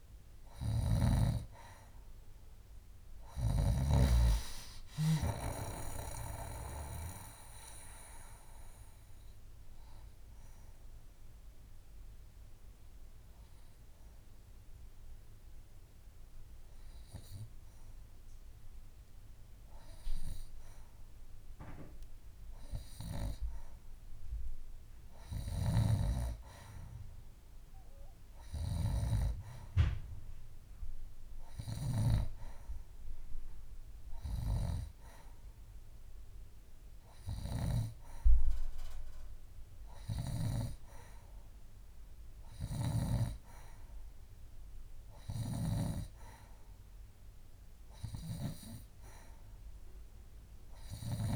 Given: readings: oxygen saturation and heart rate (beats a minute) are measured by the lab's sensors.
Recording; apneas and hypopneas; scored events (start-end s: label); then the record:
breathing in sleep by a room microphone; 1
1.00-4.50 s: arousal
4.50-6.50 s: long interval between heartbeats (device-marked, heart rate 71 before, 81 extreme)
7.50-20.50 s: hypopnea (oxygen 91% before, 90% lowest, heart rate 72 before, 64 extreme, up 5 after)
22.50-26.50 s: arousal
42.00-47.00 s: oxygen desaturation (device-marked, oxygen 95% before, 91% lowest, heart rate 69 before, 69 extreme)
From the record:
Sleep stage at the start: N2 (light sleep); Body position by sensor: on the left side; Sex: female